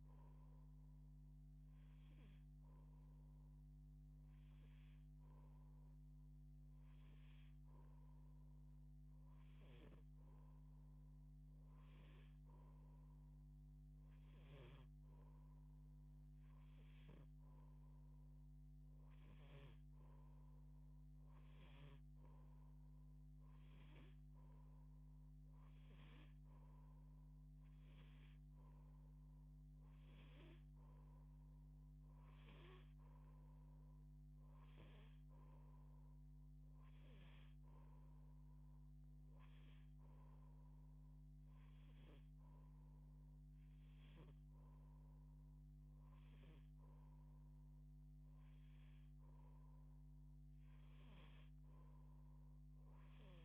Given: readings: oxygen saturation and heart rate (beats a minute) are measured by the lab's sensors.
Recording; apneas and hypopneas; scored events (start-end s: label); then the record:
breathing in sleep, hard to hear, by a microphone on the trachea; none
none scored
From the record:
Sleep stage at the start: N2 (light sleep); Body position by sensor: on the back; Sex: female